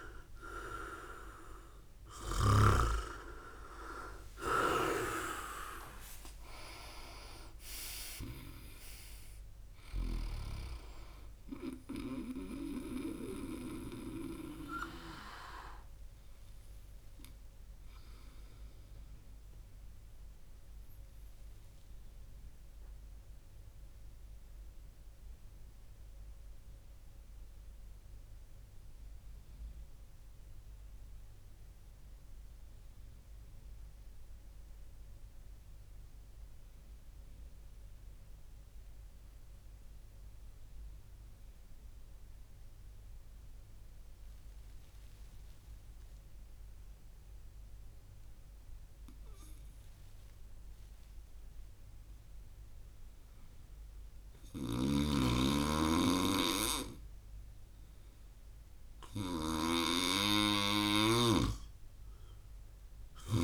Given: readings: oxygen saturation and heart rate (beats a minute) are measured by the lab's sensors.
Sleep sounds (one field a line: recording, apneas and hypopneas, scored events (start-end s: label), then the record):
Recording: breathing in sleep by a room microphone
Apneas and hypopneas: 1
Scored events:
0.00-5.00 s: arousal
0.00-12.00 s: snoring (device-marked)
21.00-54.00 s: obstructive apnea (oxygen 98% before, 96% lowest)
54.00-63.44 s: snoring (device-marked)
55.50-59.00 s: arousal
From the record:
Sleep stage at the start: N2 (light sleep)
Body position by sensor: on the right side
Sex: male